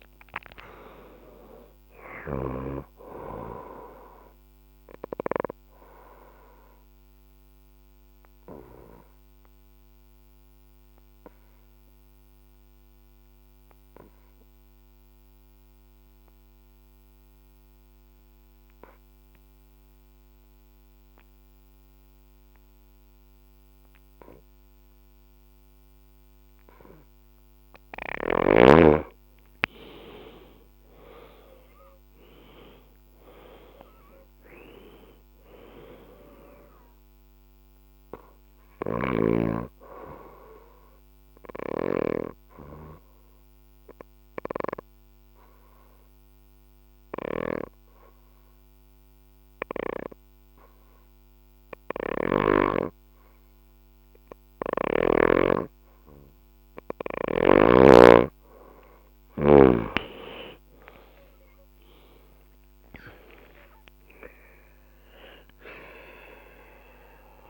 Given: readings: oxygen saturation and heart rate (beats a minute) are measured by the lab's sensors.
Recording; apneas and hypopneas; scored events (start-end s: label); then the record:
breathing in sleep by a microphone on the trachea; 2
0.00-14.50 s: oxygen desaturation (device-marked, oxygen 89% lowest, heart rate 55 extreme)
2.50-27.00 s: obstructive apnea (oxygen 98% before, 89% lowest, heart rate 65 before, 55 extreme, up 14 after)
4.50-14.50 s: bradycardia (device-marked, heart rate 67 before, 55 extreme)
26.50-47.50 s: oxygen desaturation (device-marked, oxygen 98% before, 89% lowest, heart rate 59 before, 57 extreme)
29.00-34.00 s: arousal
38.00-57.00 s: obstructive apnea (oxygen 98% before, 89% lowest, heart rate 65 before, 57 extreme, up 13 after)
41.50-47.50 s: bradycardia (device-marked, heart rate 67 before, 57 extreme)
54.00-57.50 s: snoring (device-marked)
60.50-66.00 s: arousal
61.50-67.50 s: oxygen desaturation (device-marked, oxygen 98% before, 91% lowest, heart rate 60 before, 59 extreme)
From the record:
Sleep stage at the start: N2 (light sleep); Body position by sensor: on the back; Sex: female